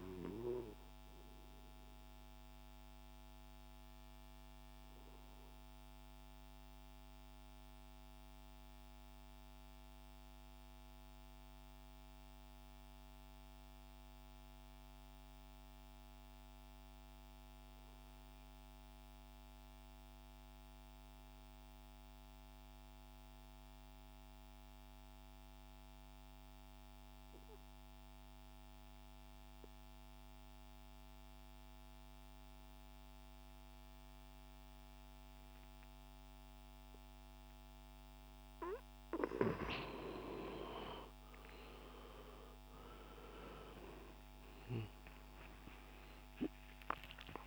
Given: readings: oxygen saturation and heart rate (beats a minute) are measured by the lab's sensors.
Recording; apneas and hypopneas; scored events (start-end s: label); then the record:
breathing in sleep by a microphone on the trachea; 1
0.00-10.00 s: oxygen desaturation (device-marked, oxygen 91% lowest)
2.50-39.00 s: mixed apnea (oxygen 97% before, 88% lowest)
28.00-47.46 s: oxygen desaturation (device-marked, oxygen 98% before, 88% lowest)
43.00-47.46 s: arousal
From the record:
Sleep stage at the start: N2 (light sleep); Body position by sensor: on the right side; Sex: male